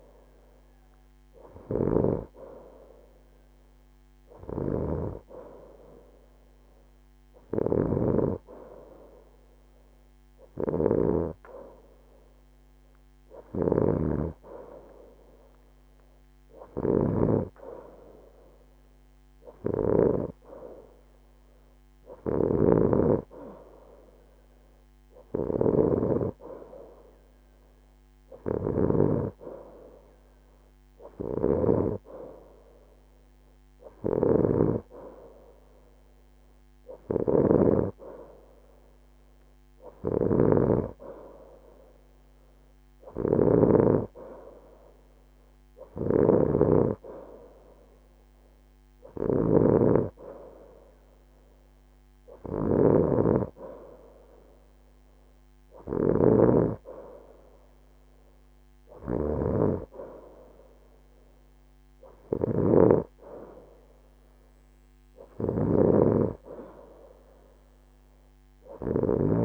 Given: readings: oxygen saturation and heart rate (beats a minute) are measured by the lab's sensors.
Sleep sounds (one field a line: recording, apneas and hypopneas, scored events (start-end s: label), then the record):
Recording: breathing in sleep by a microphone on the trachea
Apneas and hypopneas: none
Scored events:
none scored
From the record:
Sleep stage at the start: N2 (light sleep)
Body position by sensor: on the right side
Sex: female